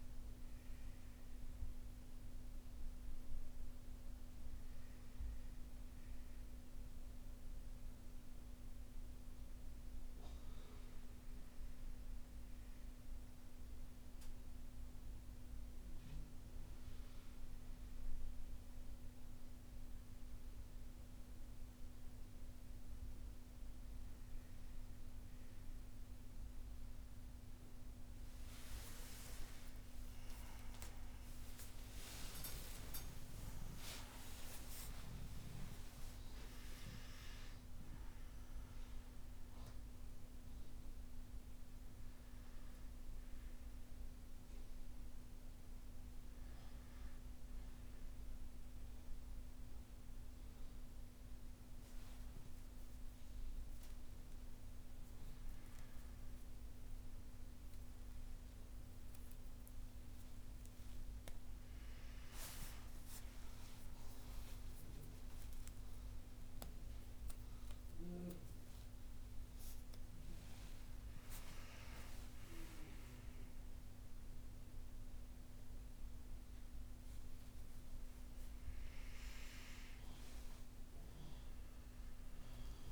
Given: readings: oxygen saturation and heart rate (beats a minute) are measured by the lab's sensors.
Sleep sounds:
a person awake in a sleep study, hard to hear, by a room microphone; none
4.50-12.50 s: oxygen desaturation (device-marked, oxygen 97% before, 94% lowest, heart rate 64 before, 65 extreme)
76.50-82.91 s: new sleep stage, N1 (lightest sleep)
From the record:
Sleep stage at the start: awake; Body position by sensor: on the right side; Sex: male

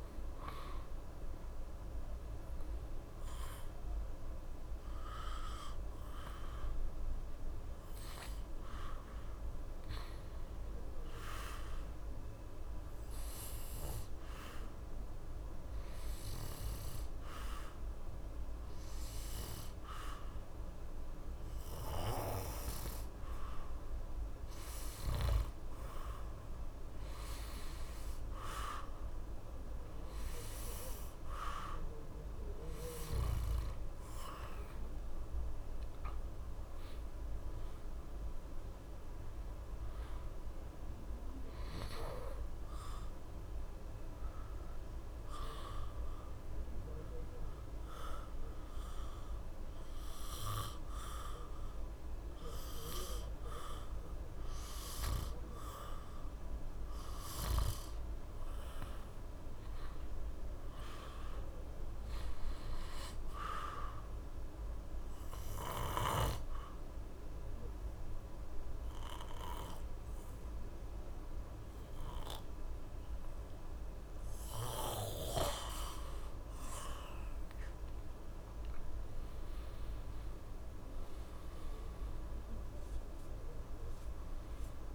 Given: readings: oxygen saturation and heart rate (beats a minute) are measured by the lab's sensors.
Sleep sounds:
breathing in sleep by a room microphone; 3
0.00-15.50 s: oxygen desaturation (device-marked, oxygen 90% lowest, heart rate 67 extreme)
11.50-26.50 s: obstructive apnea (oxygen 94% before, 90% lowest, heart rate 70 before, 67 extreme, up 4 after)
33.50-37.00 s: arousal
47.50-57.50 s: obstructive apnea (oxygen 94% before, 87% lowest, heart rate 70 before, 65 extreme, up 5 after)
59.00-62.00 s: arousal
64.50-77.00 s: obstructive apnea (oxygen 93% before, 87% lowest, heart rate 68 before, 67 extreme, up 0 after)
78.00-82.00 s: arousal
83.50-84.95 s: oxygen desaturation (device-marked, oxygen 93% before, 87% lowest, heart rate 70 before, 67 extreme)
From the record:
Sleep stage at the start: N2 (light sleep); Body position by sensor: on the back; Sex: male

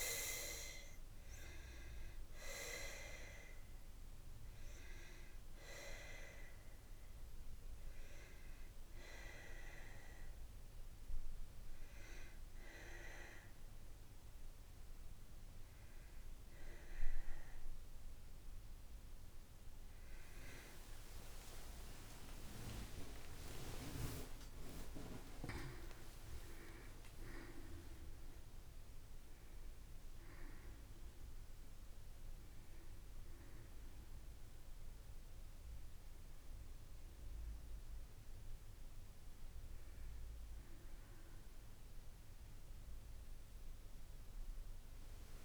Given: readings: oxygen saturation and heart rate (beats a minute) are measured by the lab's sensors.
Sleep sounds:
breathing in sleep by a room microphone; 1
7.00-24.00 s: obstructive apnea (oxygen 92% before, 88% lowest)
8.50-45.45 s: new sleep stage, N1 (lightest sleep)
25.00-29.00 s: arousal
From the record:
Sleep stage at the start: N2 (light sleep); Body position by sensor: on the back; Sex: female

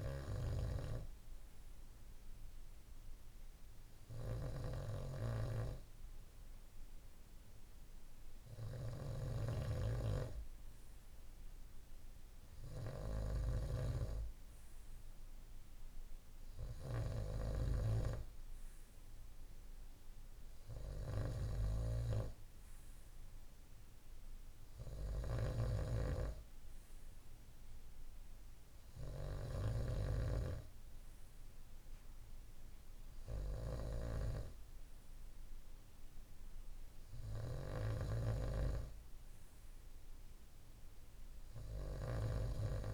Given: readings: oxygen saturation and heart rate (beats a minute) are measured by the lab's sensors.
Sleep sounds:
breathing in sleep by a room microphone; none
0.00-5.00 s: snoring (device-marked)
13.00-17.50 s: snoring (device-marked)
25.50-29.50 s: snoring (device-marked)
From the record:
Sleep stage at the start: N2 (light sleep); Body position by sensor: on the right side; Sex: male

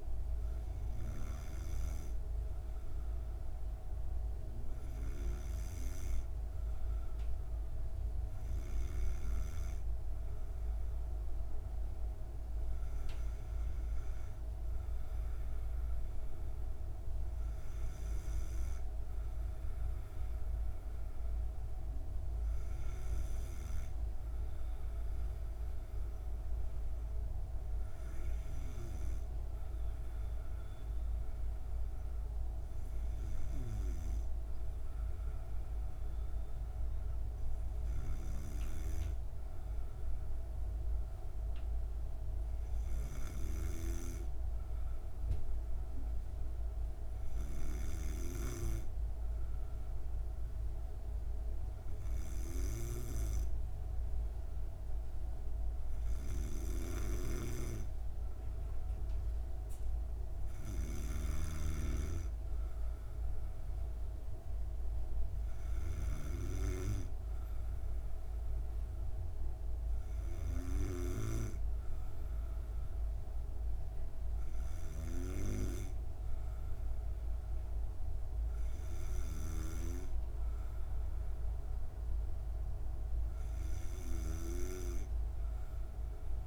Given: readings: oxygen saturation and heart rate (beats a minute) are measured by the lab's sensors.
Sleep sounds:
breathing in sleep by a room microphone; none
75.00-86.47 s: snoring (device-marked)
From the record:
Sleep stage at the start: N2 (light sleep); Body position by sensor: on the back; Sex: female

